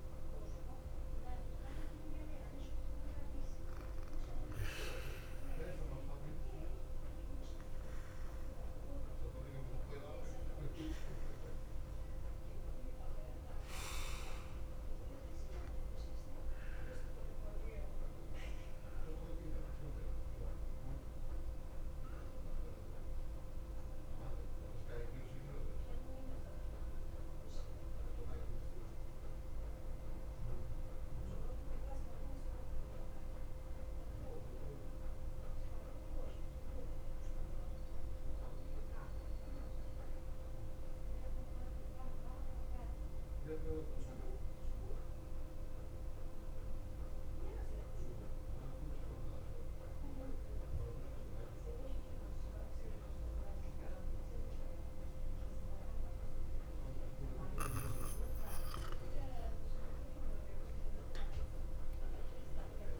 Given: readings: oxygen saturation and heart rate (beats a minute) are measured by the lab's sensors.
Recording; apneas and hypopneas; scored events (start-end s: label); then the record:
breathing in sleep, hard to hear, by a room microphone; 1
0.00-37.50 s: oxygen desaturation (device-marked, oxygen 91% lowest, heart rate 52 extreme)
18.00-57.50 s: mixed apnea (oxygen 98% before, 86% lowest, heart rate 55 before, 52 extreme, up 4 after)
59.50-63.00 s: arousal
61.50-63.00 s: oxygen desaturation (device-marked, oxygen 95% before, 86% lowest, heart rate 54 before, 51 extreme)
From the record:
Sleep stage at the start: REM sleep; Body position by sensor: on the back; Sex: male